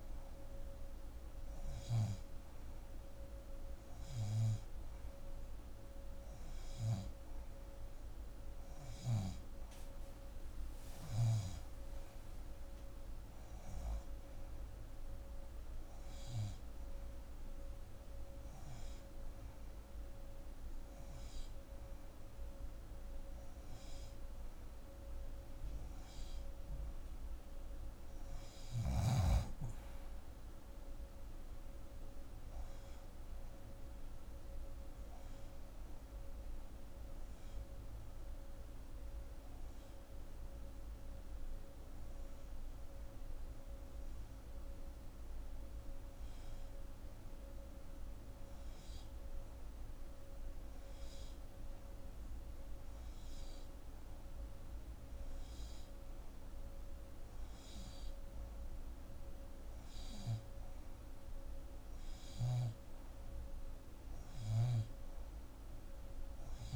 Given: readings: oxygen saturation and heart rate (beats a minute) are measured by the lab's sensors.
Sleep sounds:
breathing in sleep, hard to hear, by a room microphone; none
none scored
From the record:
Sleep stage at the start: N2 (light sleep); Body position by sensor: on the left side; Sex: female

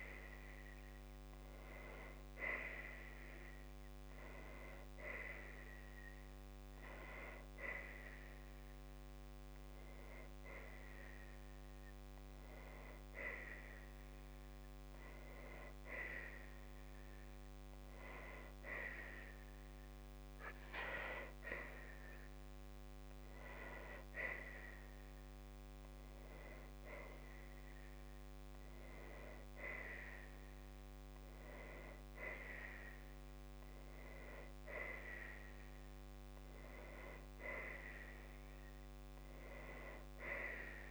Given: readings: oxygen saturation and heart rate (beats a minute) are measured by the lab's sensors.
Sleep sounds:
breathing in sleep by a microphone on the trachea; none
none scored
From the record:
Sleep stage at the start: N2 (light sleep); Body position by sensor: on the right side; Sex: female

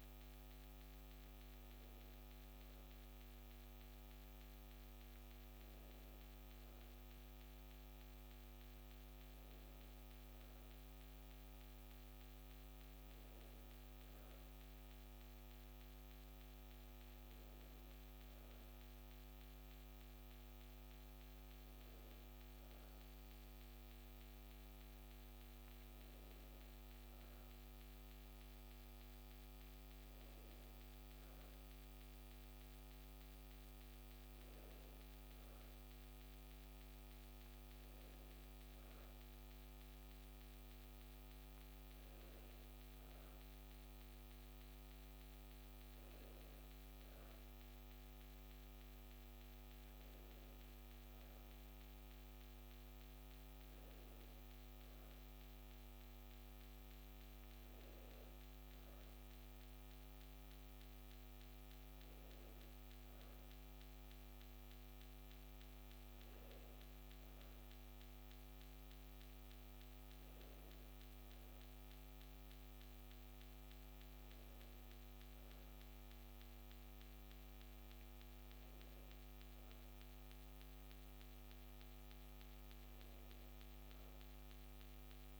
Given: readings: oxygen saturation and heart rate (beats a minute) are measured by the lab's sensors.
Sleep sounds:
breathing in sleep, hard to hear, by a microphone on the trachea; none
none scored
From the record:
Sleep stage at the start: N2 (light sleep); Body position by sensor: on the back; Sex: female

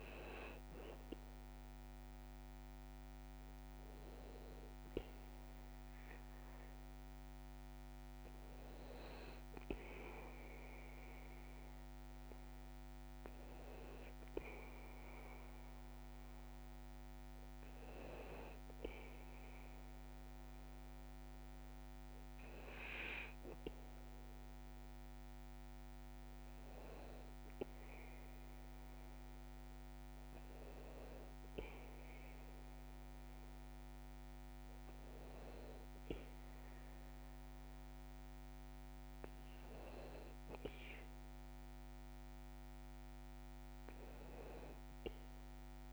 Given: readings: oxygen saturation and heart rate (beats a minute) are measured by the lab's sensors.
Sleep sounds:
breathing in sleep by a microphone on the trachea; none
none scored
From the record:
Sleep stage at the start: N2 (light sleep); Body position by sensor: on the back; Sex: male

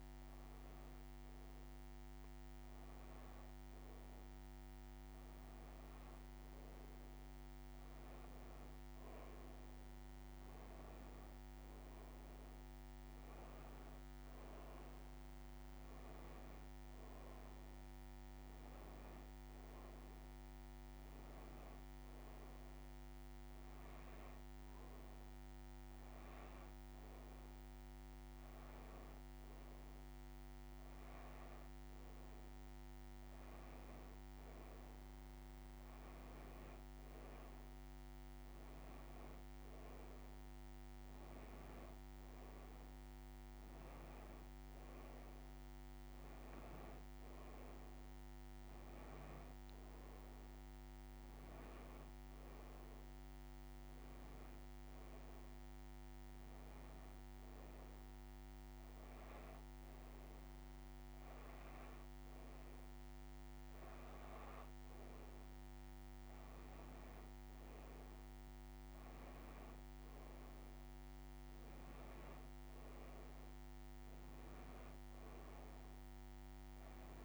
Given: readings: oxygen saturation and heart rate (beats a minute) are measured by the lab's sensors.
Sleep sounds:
breathing in sleep, hard to hear, by a microphone on the trachea; none
none scored
From the record:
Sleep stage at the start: N2 (light sleep); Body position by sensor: on the back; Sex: female

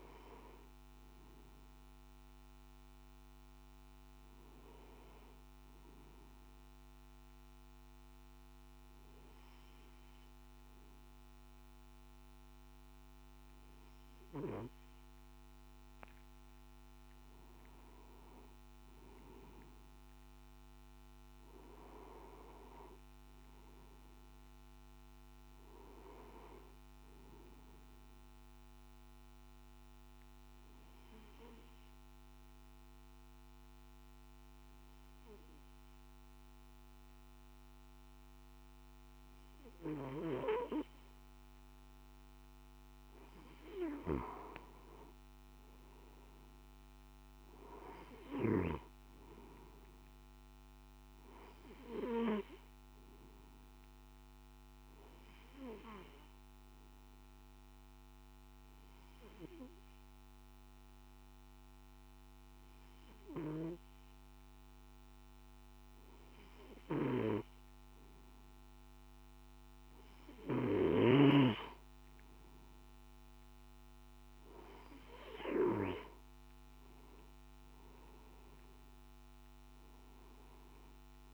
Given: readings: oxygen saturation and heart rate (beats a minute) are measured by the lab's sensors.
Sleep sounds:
breathing in sleep by a microphone on the trachea; 3
6.00-17.50 s: obstructive apnea (oxygen 96% before, 93% lowest, heart rate 54 before, 52 extreme, up 6 after)
30.00-42.00 s: obstructive apnea (oxygen 96% before, 93% lowest, heart rate 55 before, 50 extreme, up 5 after)
55.00-69.50 s: obstructive apnea (oxygen 96% before, 93% lowest, heart rate 54 before, 51 extreme, up 5 after)
From the record:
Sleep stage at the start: N3 (deep sleep); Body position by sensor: on the back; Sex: male

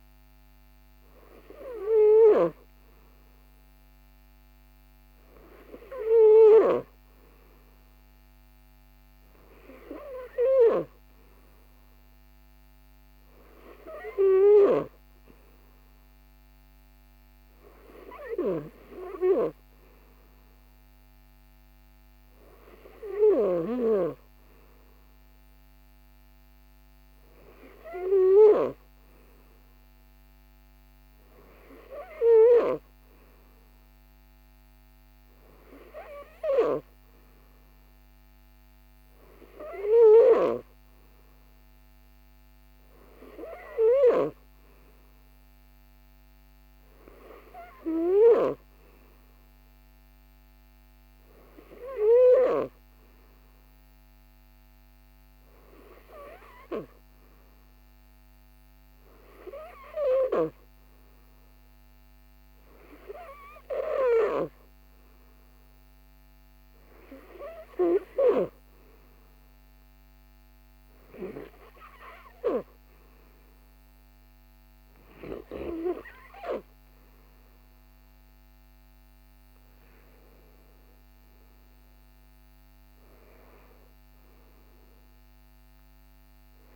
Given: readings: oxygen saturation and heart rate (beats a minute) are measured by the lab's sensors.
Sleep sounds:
breathing in sleep by a microphone on the trachea; none
none scored
From the record:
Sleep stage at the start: N3 (deep sleep); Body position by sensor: on the right side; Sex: male

